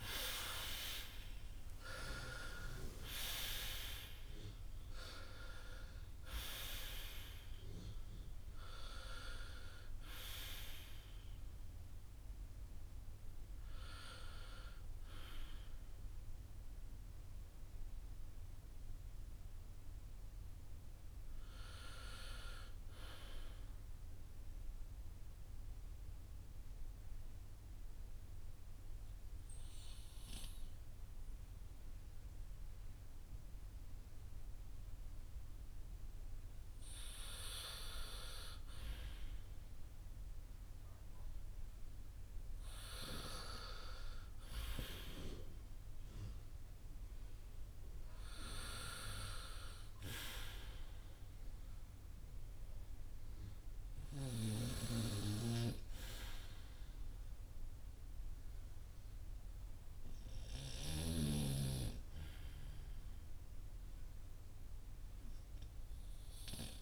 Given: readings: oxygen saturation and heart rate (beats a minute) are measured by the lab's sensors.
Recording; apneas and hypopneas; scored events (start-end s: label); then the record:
breathing in sleep by a room microphone; 1
0.00-1.00 s: oxygen desaturation (device-marked, oxygen 82% lowest, heart rate 47 extreme)
23.50-37.00 s: mixed apnea (oxygen 83% before, 78% lowest, heart rate 65 before, 51 extreme, up 4 after)
29.00-66.82 s: new sleep stage, N2 (light sleep)
31.00-39.00 s: oxygen desaturation (device-marked, oxygen 82% before, 78% lowest, heart rate 59 before, 51 extreme)
40.00-44.50 s: arousal
From the record:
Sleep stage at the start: N1 (lightest sleep); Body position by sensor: on the back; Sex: male